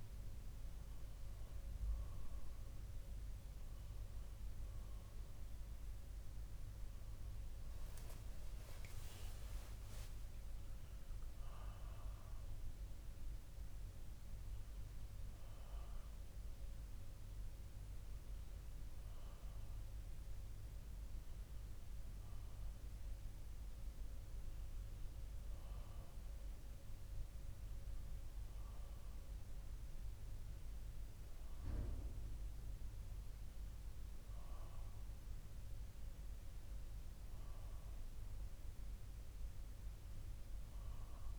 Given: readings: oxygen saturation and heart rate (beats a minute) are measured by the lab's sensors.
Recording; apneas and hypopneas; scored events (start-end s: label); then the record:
breathing in sleep, hard to hear, by a room microphone; none
21.50-41.39 s: new sleep stage, N2 (light sleep)
From the record:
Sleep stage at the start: N1 (lightest sleep); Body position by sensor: on the back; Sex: male